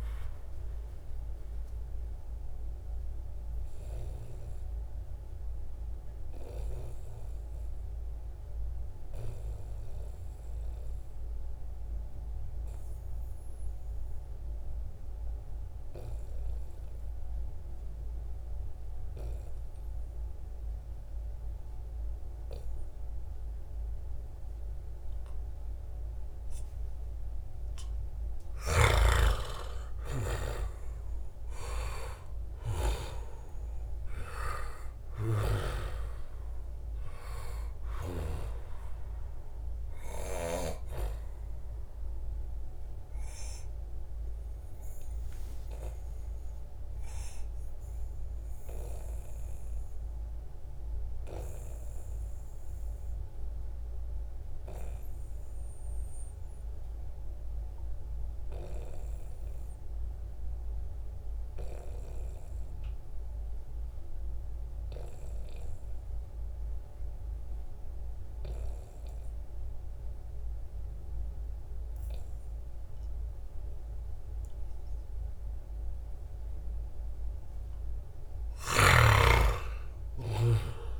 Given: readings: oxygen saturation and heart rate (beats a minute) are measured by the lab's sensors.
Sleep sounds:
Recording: breathing in sleep by a room microphone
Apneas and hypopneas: 2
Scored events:
0.00-1.50 s: oxygen desaturation (device-marked, oxygen 91% lowest, heart rate 68 extreme)
1.00-28.00 s: obstructive apnea (oxygen 97% before, 89% lowest, heart rate 80 before, 68 extreme, up 9 after)
22.50-51.50 s: oxygen desaturation (device-marked, oxygen 97% before, 89% lowest, heart rate 76 before, 64 extreme)
28.00-32.50 s: snoring (device-marked)
29.50-34.50 s: arousal
34.50-38.00 s: snoring (device-marked)
40.50-76.50 s: obstructive apnea (oxygen 97% before, 87% lowest, heart rate 72 before, 64 extreme, up 9 after)
69.50-81.00 s: oxygen desaturation (device-marked, oxygen 97% before, 87% lowest, heart rate 71 before, 64 extreme)
78.00-81.00 s: snoring (device-marked)
78.50-81.00 s: arousal
From the record:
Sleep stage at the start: N2 (light sleep)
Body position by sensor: on the right side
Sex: male

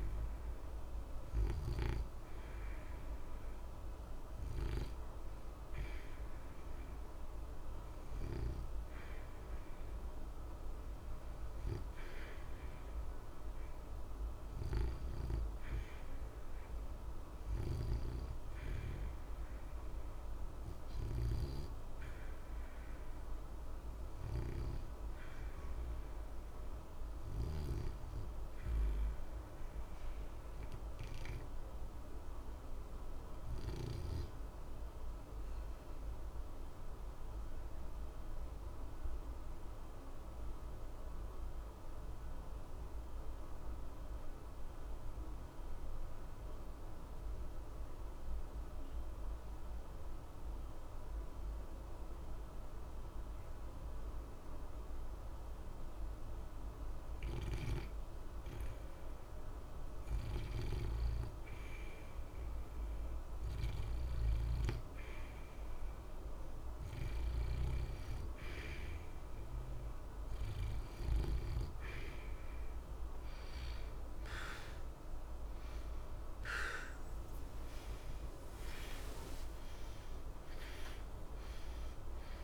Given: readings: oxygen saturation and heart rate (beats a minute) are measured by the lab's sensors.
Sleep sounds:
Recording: breathing in sleep, hard to hear, by a room microphone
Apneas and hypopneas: 1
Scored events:
0.00-18.00 s: oxygen desaturation (device-marked, oxygen 81% lowest, heart rate 60 extreme)
33.50-56.00 s: obstructive apnea (oxygen 90% before, 79% lowest, heart rate 60 before, 60 extreme, up 0 after)
59.00-63.00 s: arousal
70.00-82.44 s: oxygen desaturation (device-marked, oxygen 89% before, 82% lowest, heart rate 60 before, 60 extreme)
78.50-82.44 s: arousal
From the record:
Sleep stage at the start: N2 (light sleep)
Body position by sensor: on the back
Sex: male

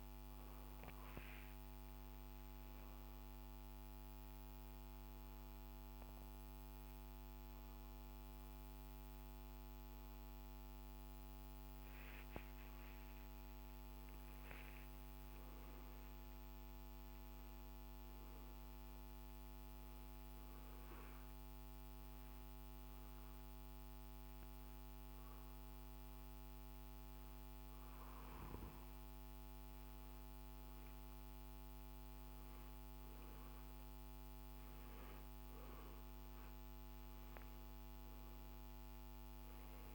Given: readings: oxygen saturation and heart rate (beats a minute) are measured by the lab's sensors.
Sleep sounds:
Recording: breathing in sleep, hard to hear, by a microphone on the trachea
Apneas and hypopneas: 2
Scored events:
0.00-5.00 s: oxygen desaturation (device-marked, oxygen 94% lowest, heart rate 56 extreme)
1.50-12.50 s: hypopnea (oxygen 99% before, 93% lowest, heart rate 60 before, 56 extreme, up 9 after)
14.00-17.00 s: arousal
17.00-29.00 s: oxygen desaturation (device-marked, oxygen 97% before, 94% lowest, heart rate 62 before, 56 extreme)
20.00-31.00 s: hypopnea (oxygen 98% before, 93% lowest, heart rate 62 before, 56 extreme, up 4 after)
36.00-39.95 s: arousal
From the record:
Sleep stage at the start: N2 (light sleep)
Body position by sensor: on the back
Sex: male

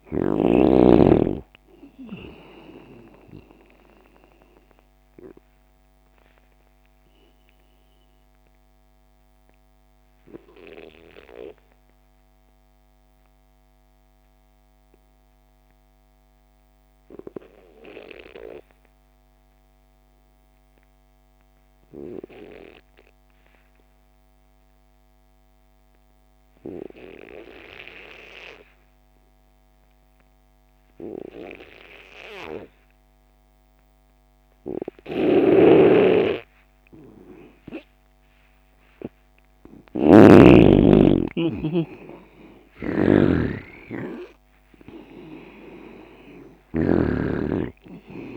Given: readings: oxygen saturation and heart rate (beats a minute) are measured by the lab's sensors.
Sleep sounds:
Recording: breathing in sleep by a microphone on the trachea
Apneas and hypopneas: 1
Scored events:
0.00-16.50 s: oxygen desaturation (device-marked, oxygen 90% lowest)
4.00-36.50 s: mixed apnea (oxygen 98% before, 87% lowest)
33.50-48.37 s: oxygen desaturation (device-marked, oxygen 98% before, 87% lowest)
35.00-47.00 s: snoring (device-marked)
39.50-44.50 s: arousal
From the record:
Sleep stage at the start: N2 (light sleep)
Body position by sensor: on the left side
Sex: male

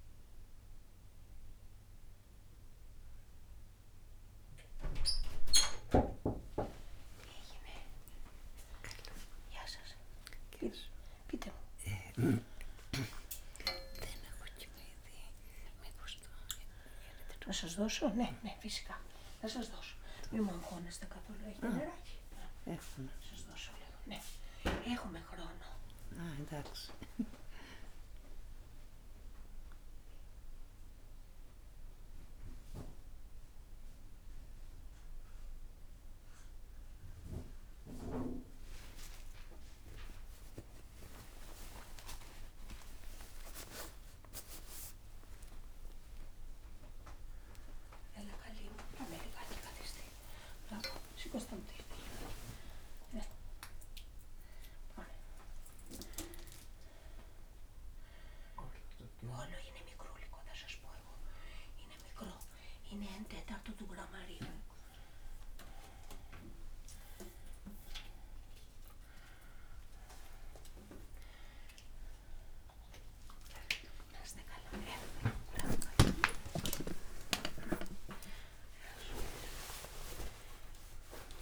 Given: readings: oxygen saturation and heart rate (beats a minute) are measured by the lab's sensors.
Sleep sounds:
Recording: a person awake in a sleep study, by a room microphone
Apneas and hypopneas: none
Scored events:
6.00-8.00 s: long interval between heartbeats (device-marked)
8.00-10.00 s: long interval between heartbeats (device-marked)
14.00-16.00 s: long interval between heartbeats (device-marked)
14.50-81.42 s: new sleep stage, awake
24.00-26.00 s: long interval between heartbeats (device-marked)
40.00-42.00 s: long interval between heartbeats (device-marked)
42.50-44.50 s: long interval between heartbeats (device-marked)
56.50-58.50 s: long interval between heartbeats (device-marked, heart rate 44 before, 97 extreme)
61.50-63.50 s: long interval between heartbeats (device-marked, heart rate 64 before, 30 extreme)
75.00-77.00 s: long interval between heartbeats (device-marked)
From the record:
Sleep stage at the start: N2 (light sleep)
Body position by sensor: on the right side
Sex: female

